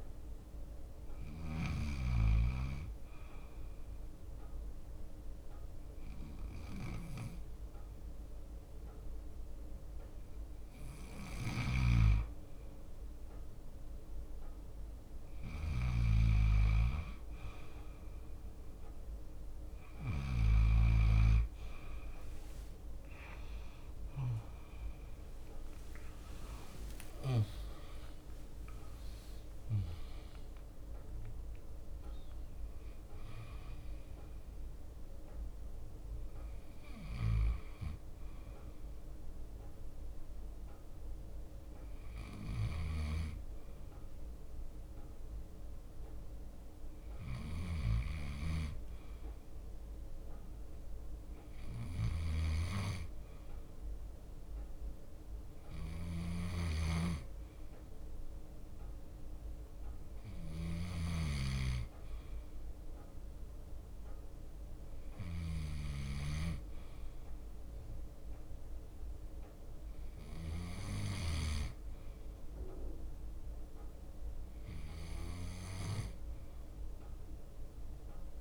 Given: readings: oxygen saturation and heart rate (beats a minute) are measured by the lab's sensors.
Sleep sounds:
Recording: breathing in sleep by a room microphone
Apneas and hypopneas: none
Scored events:
0.00-5.00 s: leg movement (device-marked)
0.00-18.00 s: bradycardia (device-marked, heart rate 55 extreme)
11.50-16.00 s: snoring (device-marked)
24.00-29.00 s: arousal
24.00-36.00 s: drop in pulse transit time (device-marked, heart rate 58 before, 62 extreme)
27.00-29.00 s: long interval between heartbeats (device-marked, heart rate 59 before, 74 extreme)
35.50-39.00 s: leg movement (device-marked)
36.00-78.41 s: bradycardia (device-marked, heart rate 60 before, 55 extreme)
40.00-42.00 s: leg movement (device-marked)
46.00-49.50 s: leg movement (device-marked)
48.00-61.50 s: snoring (device-marked)
50.50-53.50 s: leg movement (device-marked)
51.00-63.00 s: drop in pulse transit time (device-marked, heart rate 61 before, 56 extreme)
55.50-58.00 s: leg movement (device-marked)
59.50-63.50 s: leg movement (device-marked)
70.00-76.00 s: leg movement (device-marked)
From the record:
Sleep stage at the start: N2 (light sleep)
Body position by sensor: on the left side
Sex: male

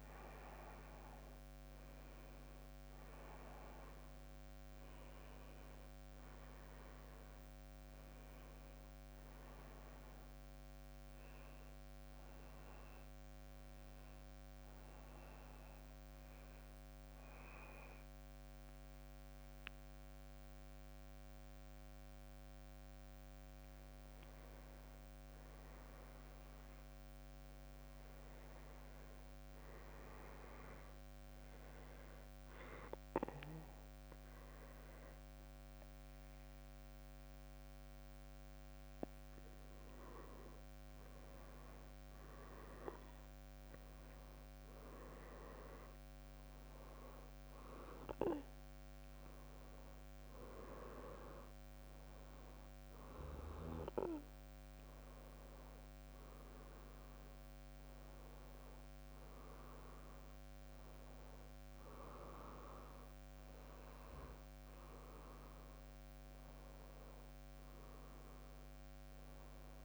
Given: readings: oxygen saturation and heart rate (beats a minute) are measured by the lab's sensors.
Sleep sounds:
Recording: breathing in sleep by a microphone on the trachea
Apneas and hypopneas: 1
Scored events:
5.50-9.50 s: arousal
12.50-24.00 s: hypopnea (oxygen 98% before, 94% lowest, heart rate 72 before, 58 extreme, up 6 after)
19.00-69.85 s: new sleep stage, N2 (light sleep)
27.00-31.00 s: arousal
32.00-40.00 s: oxygen desaturation (device-marked, oxygen 98% before, 94% lowest, heart rate 61 before, 61 extreme)
67.00-69.85 s: arousal
From the record:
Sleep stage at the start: N1 (lightest sleep)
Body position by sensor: on the back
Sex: male

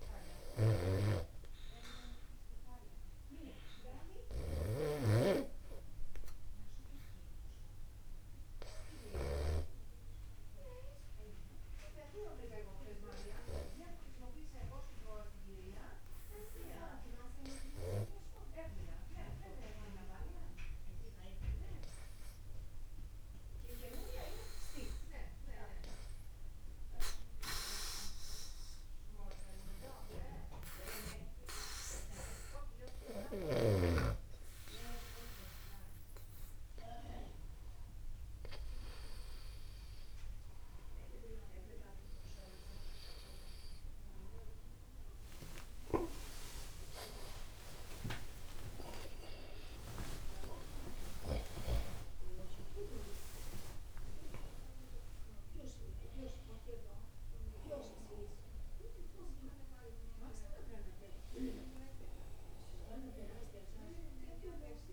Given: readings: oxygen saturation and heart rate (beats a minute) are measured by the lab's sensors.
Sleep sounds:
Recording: a person awake in a sleep study, by a room microphone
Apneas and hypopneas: 1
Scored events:
0.00-5.50 s: snoring (device-marked)
14.50-33.00 s: obstructive apnea (oxygen 96% before, 93% lowest, heart rate 52 before, 52 extreme, up 1 after)
31.00-64.93 s: new sleep stage, awake
46.50-48.50 s: long interval between heartbeats (device-marked, heart rate 53 before, 70 extreme)
51.00-53.00 s: long interval between heartbeats (device-marked, heart rate 64 before, 173 extreme)
55.50-57.50 s: long interval between heartbeats (device-marked, heart rate 89 before, 139 extreme)
From the record:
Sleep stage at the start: N2 (light sleep)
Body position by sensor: upright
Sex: male

